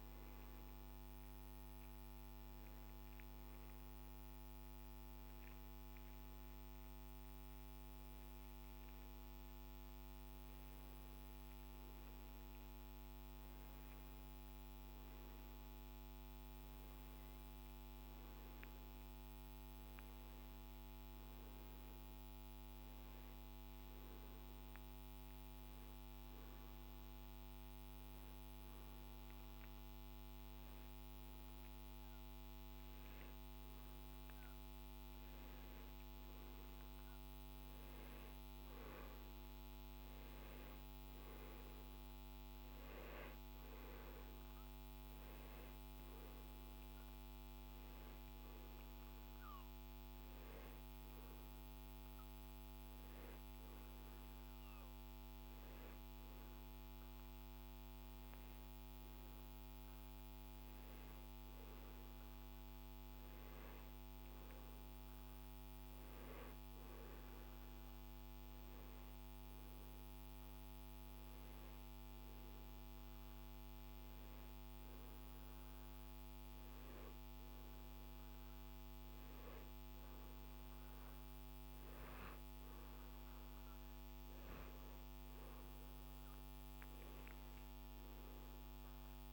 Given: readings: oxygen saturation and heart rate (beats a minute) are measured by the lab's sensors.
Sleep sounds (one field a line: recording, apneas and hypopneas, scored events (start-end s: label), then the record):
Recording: breathing in sleep, hard to hear, by a microphone on the trachea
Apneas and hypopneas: 2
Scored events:
1.00-12.00 s: hypopnea (oxygen 97% before, 92% lowest, heart rate 59 before, 54 extreme, up 5 after)
18.00-22.00 s: arousal
19.00-32.00 s: oxygen desaturation (device-marked, oxygen 95% before, 92% lowest, heart rate 57 before, 54 extreme)
24.00-34.00 s: hypopnea (oxygen 97% before, 92% lowest, heart rate 57 before, 54 extreme, up 6 after)
37.50-41.50 s: arousal
41.00-53.00 s: oxygen desaturation (device-marked, oxygen 95% before, 92% lowest, heart rate 57 before, 56 extreme)
From the record:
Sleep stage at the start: N2 (light sleep)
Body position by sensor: on the back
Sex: male